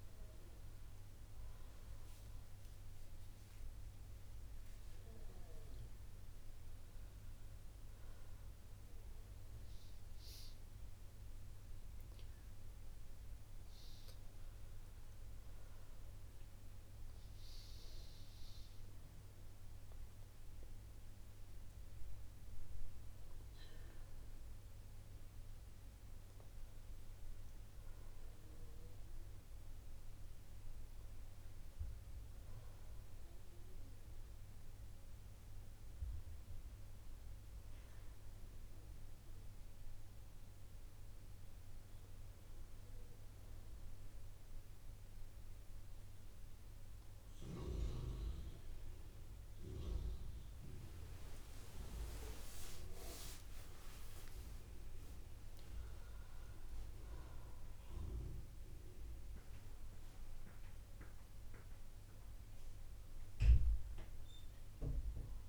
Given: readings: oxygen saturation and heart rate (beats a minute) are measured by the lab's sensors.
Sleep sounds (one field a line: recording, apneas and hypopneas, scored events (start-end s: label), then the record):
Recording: breathing in sleep by a room microphone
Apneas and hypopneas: none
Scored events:
5.00-14.00 s: oxygen desaturation (device-marked, oxygen 94% before, 91% lowest, heart rate 67 before, 62 extreme)
40.00-65.49 s: new sleep stage, N1 (lightest sleep)
50.50-55.00 s: arousal
From the record:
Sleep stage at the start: N2 (light sleep)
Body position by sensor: on the front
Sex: female